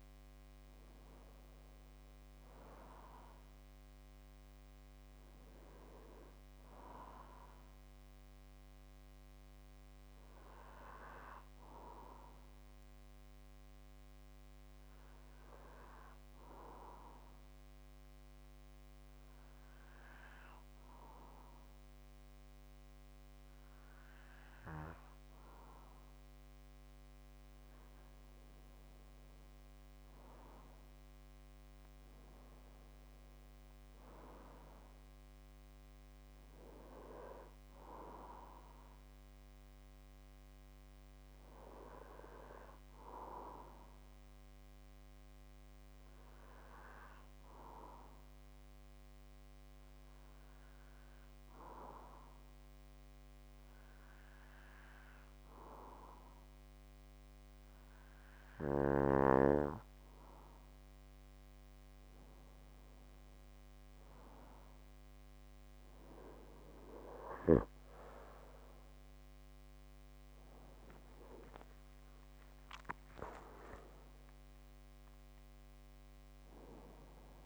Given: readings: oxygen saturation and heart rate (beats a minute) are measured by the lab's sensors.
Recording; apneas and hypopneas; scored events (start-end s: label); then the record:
breathing in sleep by a microphone on the trachea; 2
0.00-21.00 s: oxygen desaturation (device-marked, oxygen 91% lowest)
14.50-28.00 s: hypopnea (oxygen 96% before, 91% lowest)
30.00-33.00 s: arousal
45.50-58.00 s: hypopnea (oxygen 96% before, 91% lowest)
61.00-64.50 s: arousal
64.00-77.46 s: oxygen desaturation (device-marked, oxygen 96% before, 91% lowest)
From the record:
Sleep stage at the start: N2 (light sleep); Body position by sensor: on the back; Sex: male